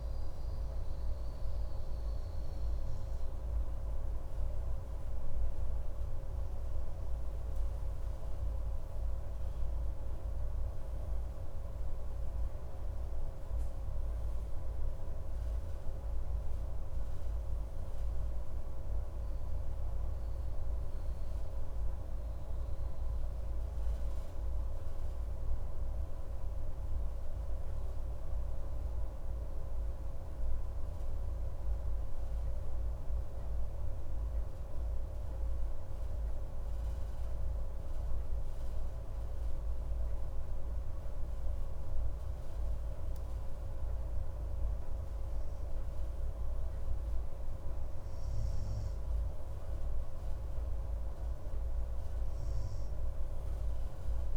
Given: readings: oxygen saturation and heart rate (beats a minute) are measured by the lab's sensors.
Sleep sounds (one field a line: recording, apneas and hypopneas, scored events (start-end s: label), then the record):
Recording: breathing in sleep, hard to hear, by a room microphone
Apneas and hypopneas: 1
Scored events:
8.00-15.00 s: arousal
28.50-43.50 s: hypopnea (oxygen 97% before, 95% lowest)
From the record:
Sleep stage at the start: N2 (light sleep)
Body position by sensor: on the right side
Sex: male